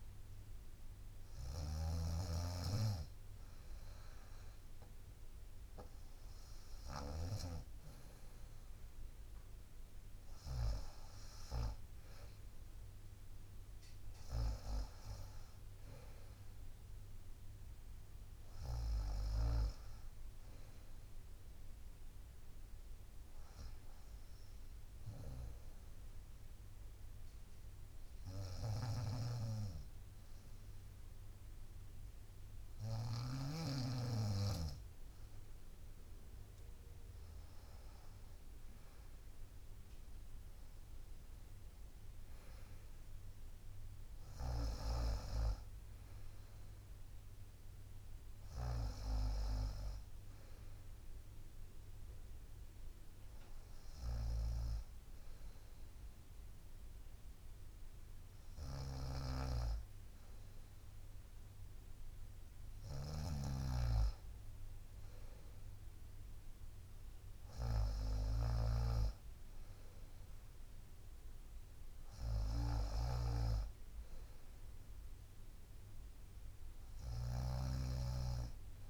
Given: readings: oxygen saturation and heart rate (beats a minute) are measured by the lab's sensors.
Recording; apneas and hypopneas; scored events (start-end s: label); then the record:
breathing in sleep by a room microphone; 1
1.50-11.00 s: snoring (device-marked)
19.50-23.00 s: arousal
25.50-37.00 s: obstructive apnea (oxygen 93% before, 92% lowest, heart rate 68 before, 65 extreme, up 10 after)
28.50-33.50 s: snoring (device-marked)
38.50-42.00 s: arousal
44.50-46.50 s: long interval between heartbeats (device-marked, heart rate 69 before, 77 extreme)
44.50-49.00 s: snoring (device-marked)
59.00-78.90 s: snoring (device-marked)
From the record:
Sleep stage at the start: N2 (light sleep); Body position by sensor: on the right side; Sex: female